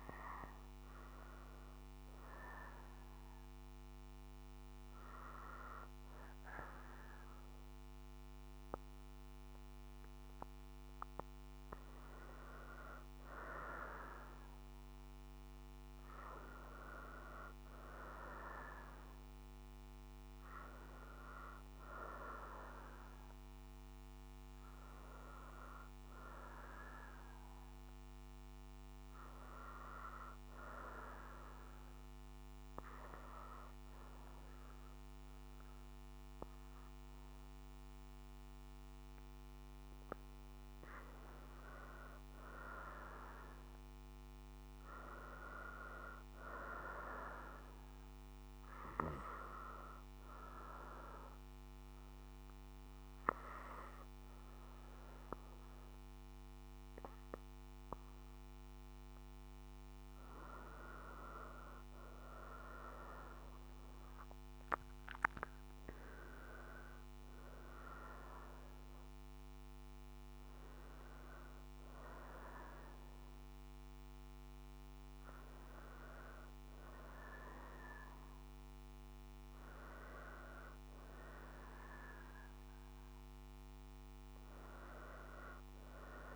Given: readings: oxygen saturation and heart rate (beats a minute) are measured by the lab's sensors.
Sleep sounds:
breathing in sleep by a microphone on the trachea; 2
2.00-13.00 s: hypopnea (oxygen 91% before, 85% lowest, heart rate 63 before, 60 extreme, up 1 after)
16.00-20.50 s: arousal
22.00-36.00 s: oxygen desaturation (device-marked, oxygen 91% before, 87% lowest, heart rate 61 before, 60 extreme)
40.50-44.00 s: arousal
50.00-61.00 s: hypopnea (oxygen 92% before, 85% lowest, heart rate 62 before, 59 extreme, up 4 after)
50.00-65.00 s: oxygen desaturation (device-marked, oxygen 92% before, 85% lowest, heart rate 62 before, 59 extreme)
63.00-67.00 s: arousal
74.00-86.36 s: oxygen desaturation (device-marked, oxygen 91% before, 87% lowest, heart rate 61 before, 60 extreme)
From the record:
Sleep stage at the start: N2 (light sleep); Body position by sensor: on the right side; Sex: female

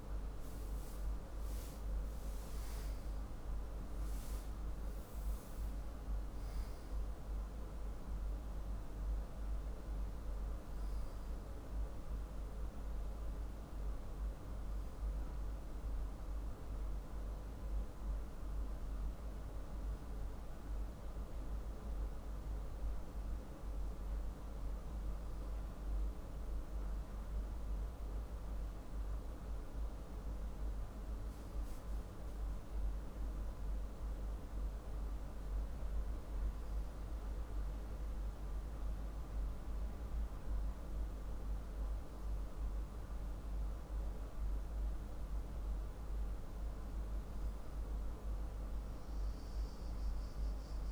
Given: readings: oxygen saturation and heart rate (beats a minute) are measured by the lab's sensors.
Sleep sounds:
breathing in sleep, hard to hear, by a room microphone; none
none scored
From the record:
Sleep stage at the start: N2 (light sleep); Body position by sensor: on the left side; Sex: male

